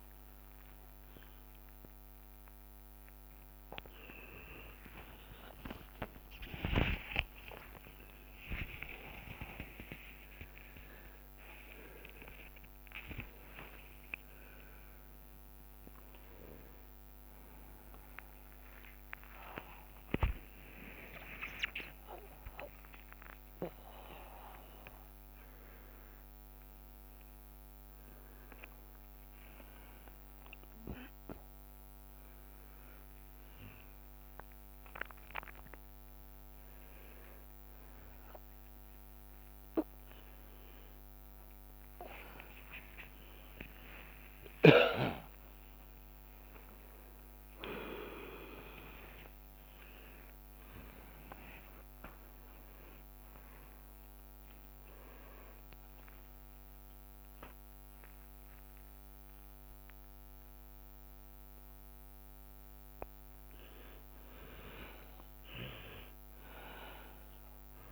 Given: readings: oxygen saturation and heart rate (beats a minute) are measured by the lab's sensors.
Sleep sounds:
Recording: a person awake in a sleep study, by a microphone on the trachea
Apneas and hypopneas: none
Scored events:
18.00-29.00 s: oxygen desaturation (device-marked, oxygen 99% before, 95% lowest, heart rate 115 before, 95 extreme)
38.00-47.00 s: oxygen desaturation (device-marked, oxygen 98% before, 94% lowest, heart rate 120 before, 98 extreme)
From the record:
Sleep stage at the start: awake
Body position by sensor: upright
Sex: male

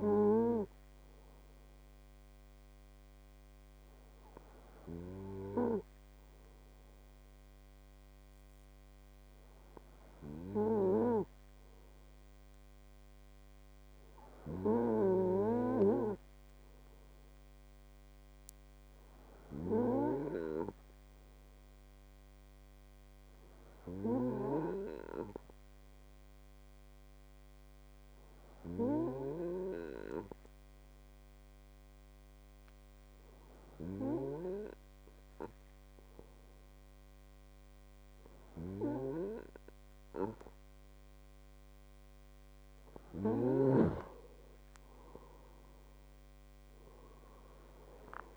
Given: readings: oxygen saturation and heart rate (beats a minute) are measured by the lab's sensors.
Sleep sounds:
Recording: breathing in sleep by a microphone on the trachea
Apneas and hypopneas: 1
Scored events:
17.50-41.50 s: hypopnea (oxygen 98% before, 94% lowest)
45.00-48.37 s: arousal
From the record:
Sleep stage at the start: N2 (light sleep)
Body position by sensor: on the right side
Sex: male

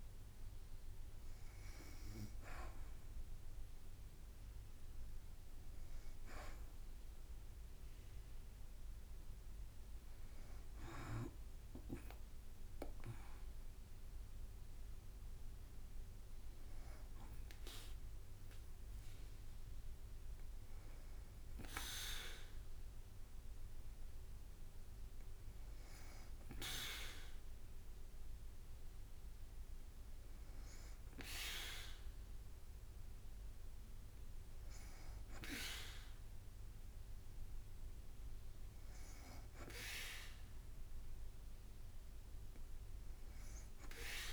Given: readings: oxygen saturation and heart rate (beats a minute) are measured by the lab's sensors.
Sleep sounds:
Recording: breathing in sleep by a room microphone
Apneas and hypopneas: none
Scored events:
11.50-24.50 s: drop in pulse transit time (device-marked, heart rate 56 before, 57 extreme)
From the record:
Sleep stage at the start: N2 (light sleep)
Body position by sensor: on the back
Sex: female

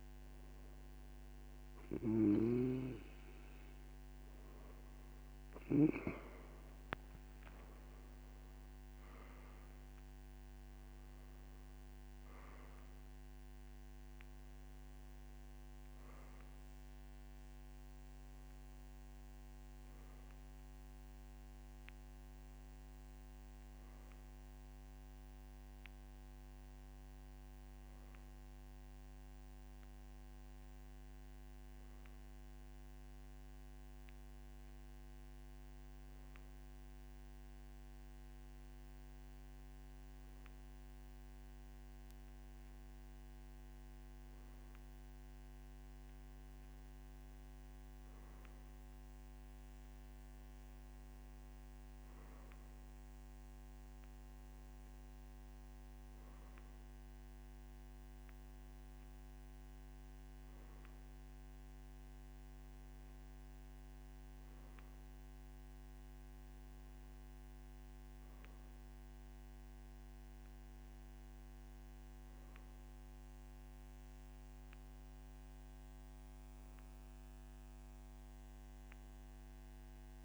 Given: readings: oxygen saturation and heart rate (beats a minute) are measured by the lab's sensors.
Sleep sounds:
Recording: breathing in sleep, hard to hear, by a microphone on the trachea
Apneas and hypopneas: none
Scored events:
none scored
From the record:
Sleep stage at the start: N3 (deep sleep)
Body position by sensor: on the right side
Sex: male

